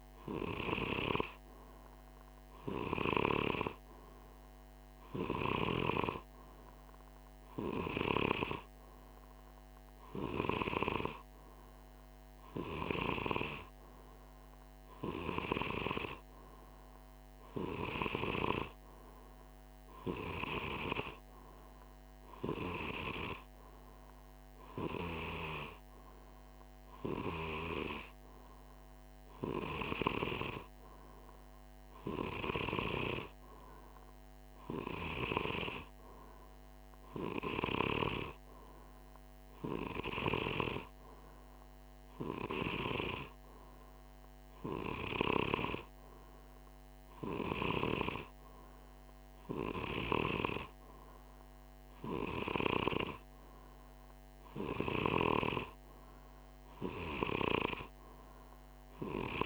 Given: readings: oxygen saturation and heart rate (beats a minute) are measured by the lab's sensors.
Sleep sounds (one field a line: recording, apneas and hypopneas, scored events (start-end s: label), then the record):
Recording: breathing in sleep by a microphone on the trachea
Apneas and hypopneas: none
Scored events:
57.00-59.46 s: new sleep stage, awake
From the record:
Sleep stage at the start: N2 (light sleep)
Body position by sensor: on the right side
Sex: male